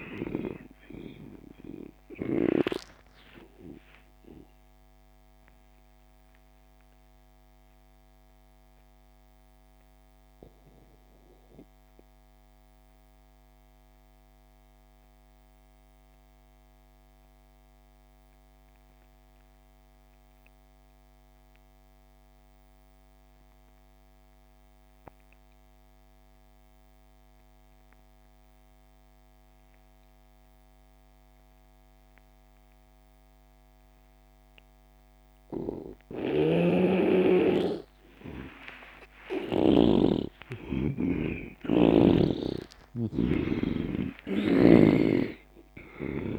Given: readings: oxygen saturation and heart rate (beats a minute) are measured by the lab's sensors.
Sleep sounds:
breathing in sleep by a microphone on the trachea; 1
0.00-17.50 s: oxygen desaturation (device-marked, oxygen 78% lowest)
5.00-35.50 s: mixed apnea (oxygen 98% before, 78% lowest)
33.50-46.38 s: oxygen desaturation (device-marked, oxygen 98% before, 82% lowest)
35.50-39.50 s: snoring (device-marked)
38.00-43.50 s: arousal
From the record:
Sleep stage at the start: N2 (light sleep); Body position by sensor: on the back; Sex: male

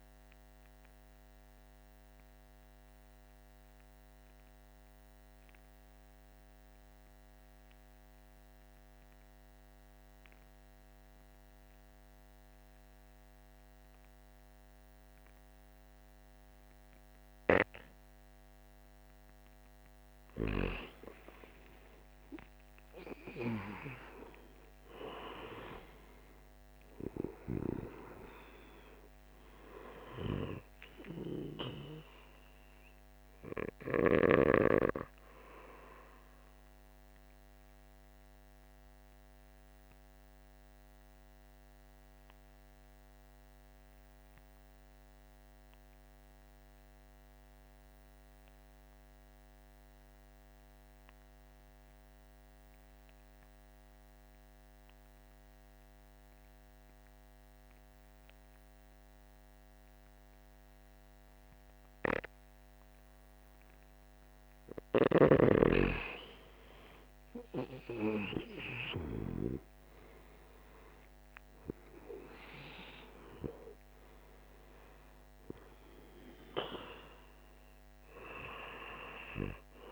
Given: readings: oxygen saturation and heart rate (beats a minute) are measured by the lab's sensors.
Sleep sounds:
breathing in sleep by a microphone on the trachea; 2
0.50-19.00 s: obstructive apnea (oxygen 97% before, 89% lowest, heart rate 56 before, 47 extreme, up 10 after)
20.50-49.50 s: oxygen desaturation (device-marked, oxygen 99% before, 92% lowest, heart rate 51 before, 47 extreme)
21.00-26.00 s: arousal
36.50-63.50 s: obstructive apnea (oxygen 99% before, 89% lowest, heart rate 55 before, 47 extreme, up 12 after)
62.50-79.92 s: oxygen desaturation (device-marked, oxygen 99% before, 89% lowest, heart rate 47 before, 47 extreme)
67.50-71.50 s: arousal
From the record:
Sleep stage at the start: N2 (light sleep); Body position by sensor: on the back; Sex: male

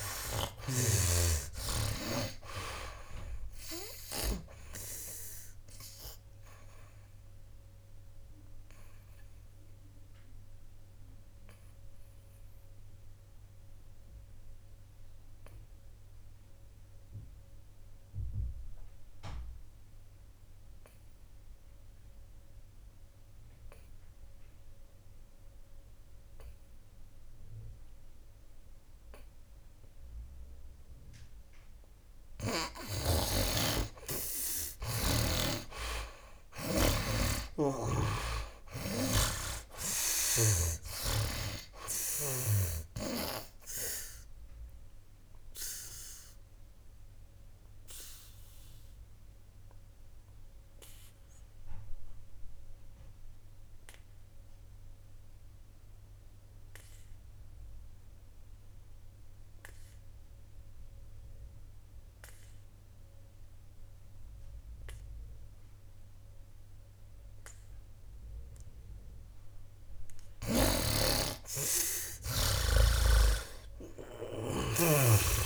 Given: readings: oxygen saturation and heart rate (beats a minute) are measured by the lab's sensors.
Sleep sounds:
breathing in sleep by a room microphone; 2
0.00-2.50 s: arousal
0.00-32.00 s: oxygen desaturation (device-marked, oxygen 67% lowest, heart rate 55 extreme)
6.00-32.50 s: obstructive apnea (oxygen 95% before, 67% lowest, heart rate 69 before, 55 extreme, up 20 after)
35.00-38.50 s: snoring (device-marked)
36.00-40.00 s: arousal
44.00-70.00 s: obstructive apnea (oxygen 95% before, 73% lowest, heart rate 65 before, 58 extreme, up 15 after)
46.00-72.00 s: oxygen desaturation (device-marked, oxygen 90% before, 73% lowest, heart rate 67 before, 58 extreme)
70.50-75.46 s: snoring (device-marked)
From the record:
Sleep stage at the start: N2 (light sleep); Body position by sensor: on the back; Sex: male

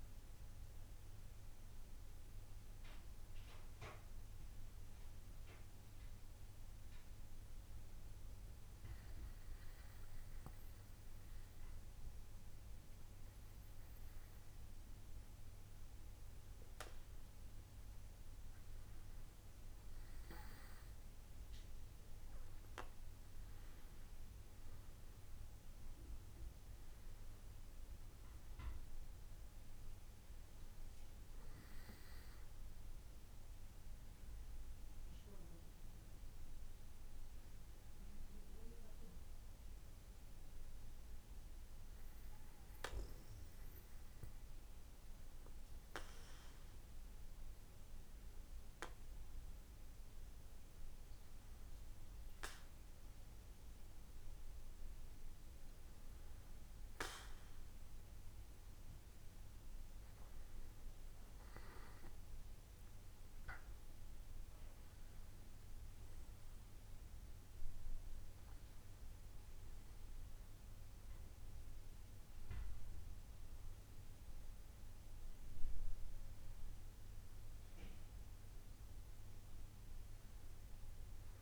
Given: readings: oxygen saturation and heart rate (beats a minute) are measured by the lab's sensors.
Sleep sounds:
breathing in sleep by a room microphone; 2
9.00-19.50 s: obstructive apnea (oxygen 97% before, 93% lowest, heart rate 75 before, 68 extreme, up 2 after)
21.50-25.50 s: arousal
40.00-55.00 s: hypopnea (oxygen 96% before, 93% lowest, heart rate 71 before, 67 extreme, up 2 after)
58.00-62.50 s: arousal
From the record:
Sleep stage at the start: N2 (light sleep); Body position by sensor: on the back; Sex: male

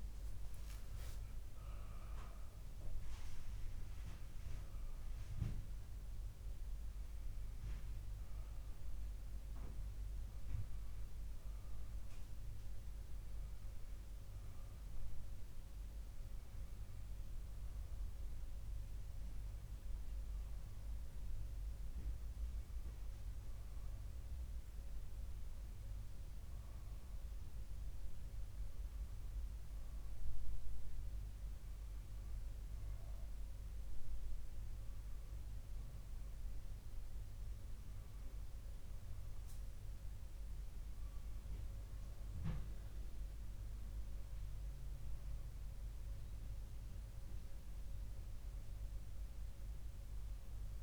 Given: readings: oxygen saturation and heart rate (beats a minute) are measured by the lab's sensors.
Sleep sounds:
breathing in sleep, hard to hear, by a room microphone; none
none scored
From the record:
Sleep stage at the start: N2 (light sleep); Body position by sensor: on the back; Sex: male

